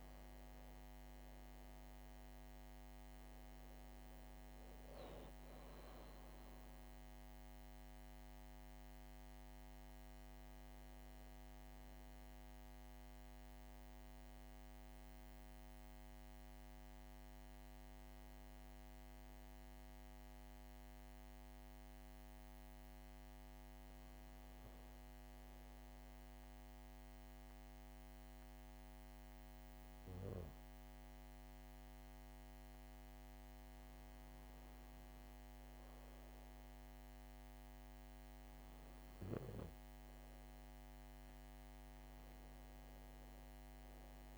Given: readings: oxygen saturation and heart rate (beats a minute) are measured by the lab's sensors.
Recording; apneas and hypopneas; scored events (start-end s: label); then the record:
breathing in sleep, hard to hear, by a microphone on the trachea; 1
0.00-2.50 s: arousal
11.50-15.00 s: arousal
20.50-39.50 s: hypopnea (oxygen 97% before, 95% lowest, heart rate 70 before, 65 extreme, up 3 after)
42.00-44.38 s: arousal
From the record:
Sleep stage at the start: N2 (light sleep); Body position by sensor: on the back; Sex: female